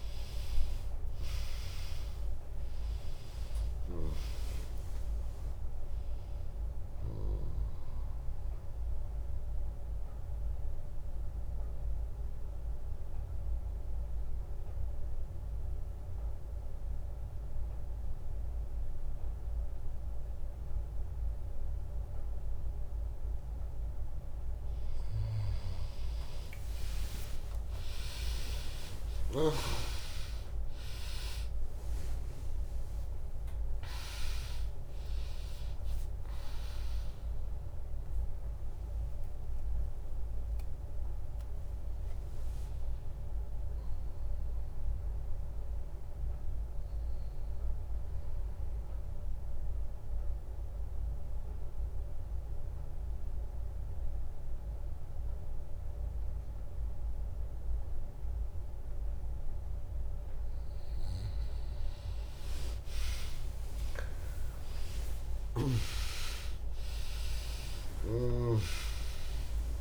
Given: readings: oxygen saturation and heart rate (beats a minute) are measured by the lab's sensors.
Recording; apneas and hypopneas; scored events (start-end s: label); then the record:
breathing in sleep by a room microphone; 2
0.00-1.50 s: arousal
0.00-18.50 s: oxygen desaturation (device-marked, oxygen 96% lowest, heart rate 59 extreme)
0.50-15.50 s: drop in pulse transit time (device-marked, heart rate 70 before, 66 extreme)
9.00-23.50 s: obstructive apnea (oxygen 100% before, 94% lowest, heart rate 70 before, 59 extreme)
21.50-23.50 s: bradycardia (device-marked, heart rate 77 before, 66 extreme)
27.00-31.50 s: arousal
29.50-52.50 s: oxygen desaturation (device-marked, oxygen 100% before, 94% lowest, heart rate 75 before, 61 extreme)
30.50-44.50 s: drop in pulse transit time (device-marked, heart rate 74 before, 63 extreme)
47.00-60.50 s: obstructive apnea (oxygen 100% before, 95% lowest, heart rate 77 before, 61 extreme, up 7 after)
62.50-67.00 s: arousal
66.50-69.81 s: drop in pulse transit time (device-marked, heart rate 72 before, 68 extreme)
68.50-69.81 s: oxygen desaturation (device-marked, oxygen 100% before, 95% lowest, heart rate 70 before, 77 extreme)
From the record:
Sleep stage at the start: N2 (light sleep); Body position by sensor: on the back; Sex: female